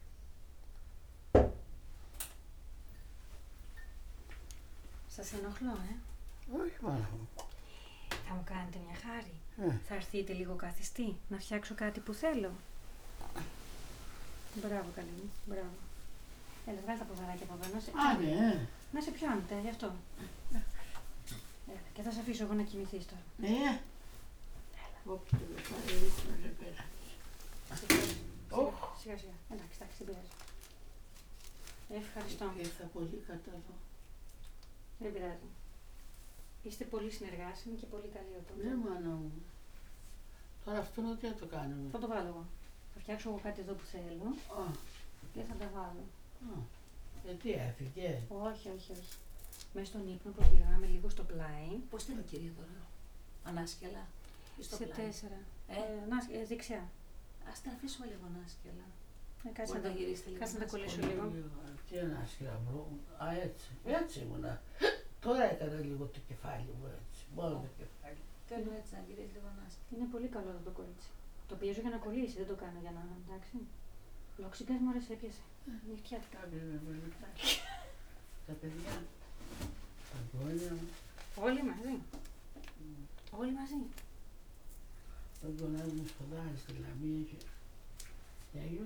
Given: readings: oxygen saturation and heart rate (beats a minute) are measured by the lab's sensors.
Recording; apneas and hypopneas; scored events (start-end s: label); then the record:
a person awake in a sleep study, by a room microphone; none
none scored
From the record:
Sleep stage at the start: awake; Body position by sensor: on the back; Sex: female